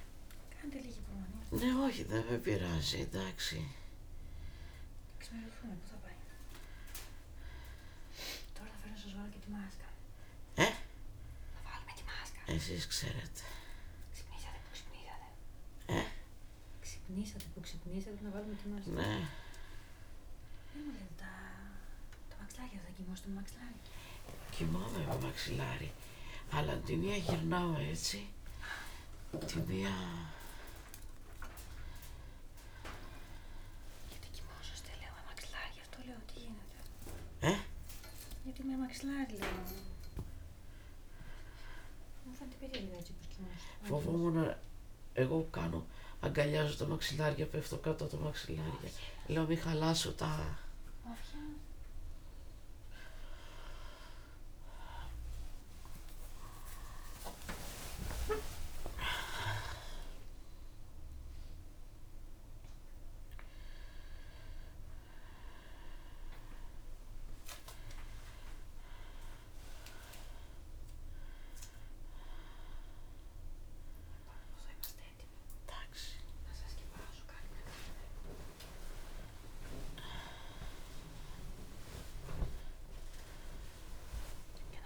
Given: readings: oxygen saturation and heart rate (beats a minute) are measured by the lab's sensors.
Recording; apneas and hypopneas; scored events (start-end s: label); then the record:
a person awake in a sleep study, by a room microphone; none
none scored
From the record:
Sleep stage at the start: awake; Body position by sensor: on the back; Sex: female